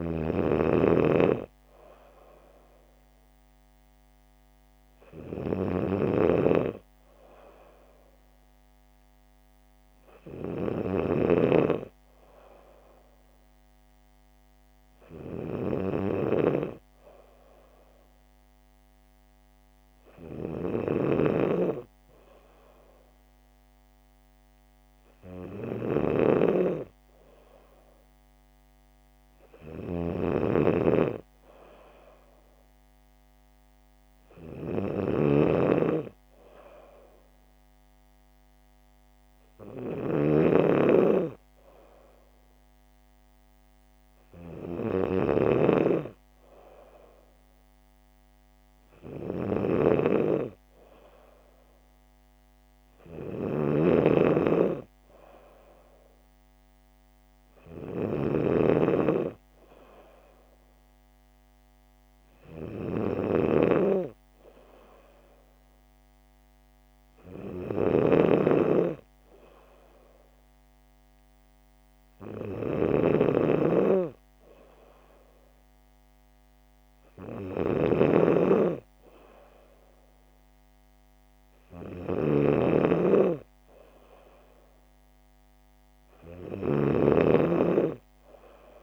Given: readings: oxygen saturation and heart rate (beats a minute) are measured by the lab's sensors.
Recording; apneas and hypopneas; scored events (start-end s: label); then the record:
breathing in sleep by a microphone on the trachea; none
0.00-88.83 s: snoring (device-marked)
38.00-88.83 s: new sleep stage, N3 (deep sleep)
From the record:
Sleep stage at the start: N2 (light sleep); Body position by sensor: on the back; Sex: female